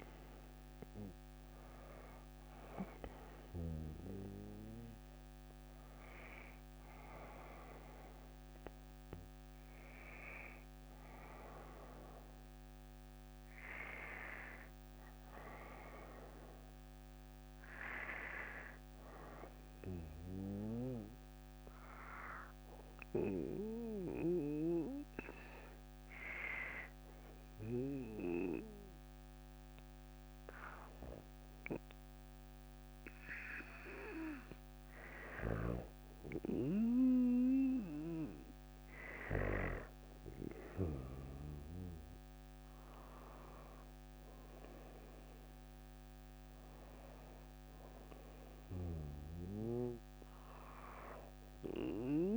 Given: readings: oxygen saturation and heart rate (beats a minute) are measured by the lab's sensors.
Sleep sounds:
breathing in sleep by a microphone on the trachea; 1
23.00-52.37 s: new sleep stage, N2 (light sleep)
25.50-36.50 s: hypopnea (oxygen 97% before, 94% lowest, heart rate 59 before, 58 extreme, up 4 after)
39.50-43.50 s: arousal
From the record:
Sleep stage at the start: N1 (lightest sleep); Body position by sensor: on the back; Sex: female

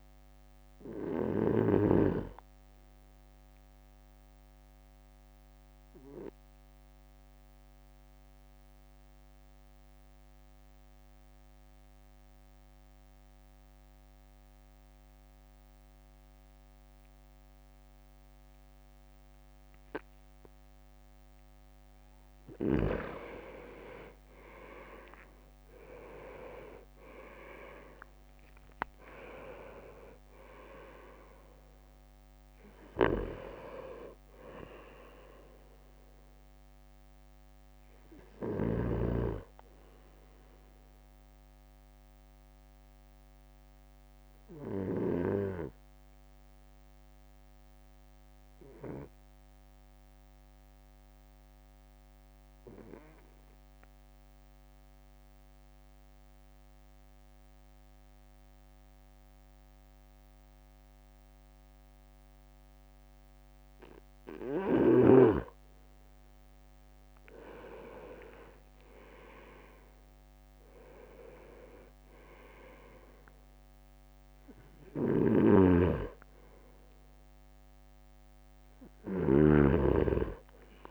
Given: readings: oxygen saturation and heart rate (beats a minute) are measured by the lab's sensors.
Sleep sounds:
breathing in sleep by a microphone on the trachea; 2
4.50-22.50 s: obstructive apnea (oxygen 98% before, 95% lowest, heart rate 56 before, 51 extreme, up 7 after)
24.50-38.50 s: drop in pulse transit time (device-marked, heart rate 54 before, 56 extreme)
25.00-29.50 s: arousal
26.50-27.50 s: leg movement (device-marked)
41.00-63.50 s: obstructive apnea (oxygen 99% before, 95% lowest, heart rate 58 before, 52 extreme, up 6 after)
68.50-72.50 s: arousal
68.50-80.50 s: drop in pulse transit time (device-marked, heart rate 54 before, 54 extreme)
69.00-70.50 s: leg movement (device-marked)
75.00-79.50 s: snoring (device-marked)
From the record:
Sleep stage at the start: N2 (light sleep); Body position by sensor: on the right side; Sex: male

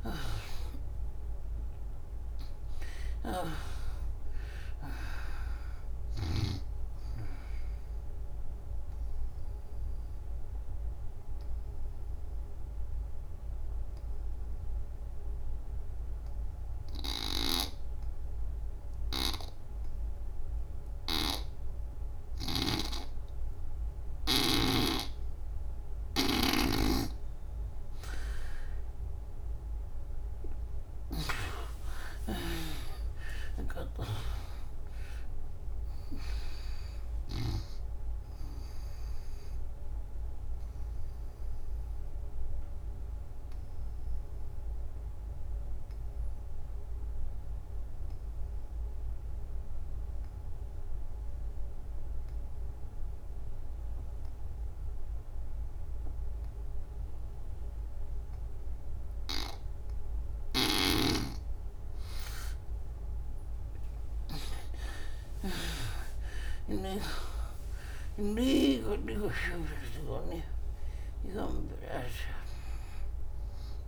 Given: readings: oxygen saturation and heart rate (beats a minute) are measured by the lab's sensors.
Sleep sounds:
breathing in sleep by a room microphone; 2
0.00-2.00 s: arousal
0.00-16.50 s: oxygen desaturation (device-marked, oxygen 79% lowest, heart rate 73 extreme)
8.00-24.00 s: obstructive apnea (oxygen 96% before, 75% lowest, heart rate 80 before, 72 extreme, up 19 after)
17.00-22.50 s: snoring (device-marked)
28.00-32.00 s: arousal
31.50-52.50 s: oxygen desaturation (device-marked, oxygen 96% before, 77% lowest, heart rate 78 before, 69 extreme)
32.00-37.50 s: snoring (device-marked)
40.00-60.00 s: obstructive apnea (oxygen 97% before, 74% lowest, heart rate 92 before, 69 extreme, up 22 after)
57.50-73.88 s: oxygen desaturation (device-marked, oxygen 98% before, 75% lowest, heart rate 80 before, 66 extreme)
60.50-69.00 s: snoring (device-marked)
62.00-65.50 s: arousal
From the record:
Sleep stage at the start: N2 (light sleep); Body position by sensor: on the back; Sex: female

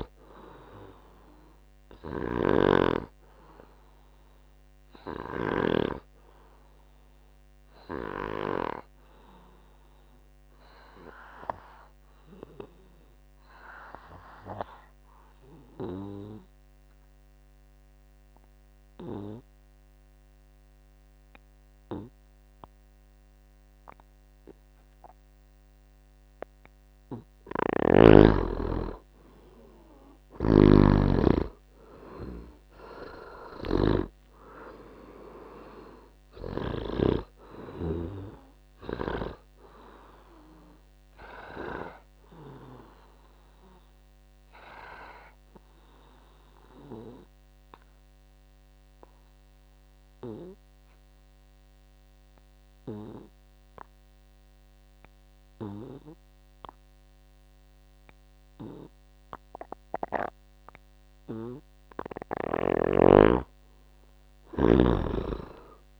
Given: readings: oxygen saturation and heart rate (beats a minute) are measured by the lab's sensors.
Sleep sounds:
breathing in sleep by a microphone on the trachea; 2
0.00-16.50 s: oxygen desaturation (device-marked, oxygen 88% lowest, heart rate 62 extreme)
7.00-26.00 s: obstructive apnea (oxygen 99% before, 85% lowest, heart rate 68 before, 59 extreme, up 5 after)
27.50-37.00 s: snoring (device-marked)
29.00-33.50 s: arousal
30.50-60.50 s: oxygen desaturation (device-marked, oxygen 98% before, 85% lowest, heart rate 67 before, 59 extreme)
42.00-61.50 s: obstructive apnea (oxygen 98% before, 85% lowest, heart rate 73 before, 60 extreme, up 7 after)
65.00-66.00 s: arousal
From the record:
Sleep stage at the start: N2 (light sleep); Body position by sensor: on the back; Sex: male

